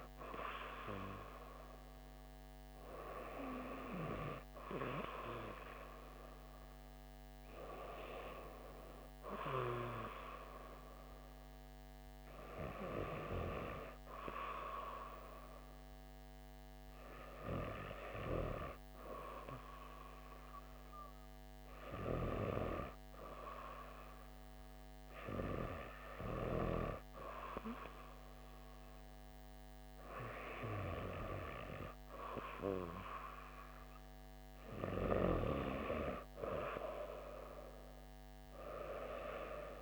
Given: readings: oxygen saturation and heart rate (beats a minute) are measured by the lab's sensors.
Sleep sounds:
breathing in sleep by a microphone on the trachea; none
none scored
From the record:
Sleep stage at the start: N2 (light sleep); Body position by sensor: on the back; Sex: female

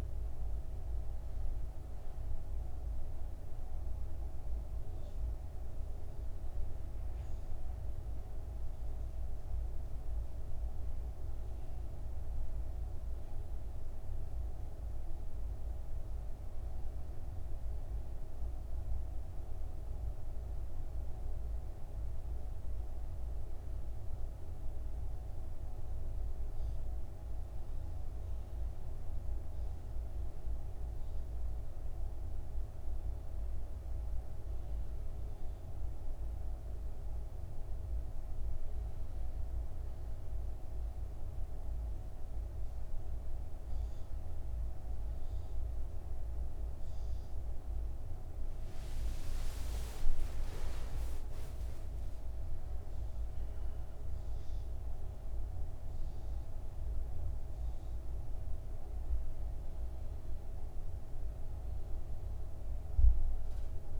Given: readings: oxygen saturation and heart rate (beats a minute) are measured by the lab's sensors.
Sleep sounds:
a person partly awake in a sleep study, hard to hear, by a room microphone; none
14.50-64.00 s: new sleep stage, N1 (lightest sleep)
49.00-53.50 s: arousal
From the record:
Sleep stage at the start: awake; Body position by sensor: on the back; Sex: male

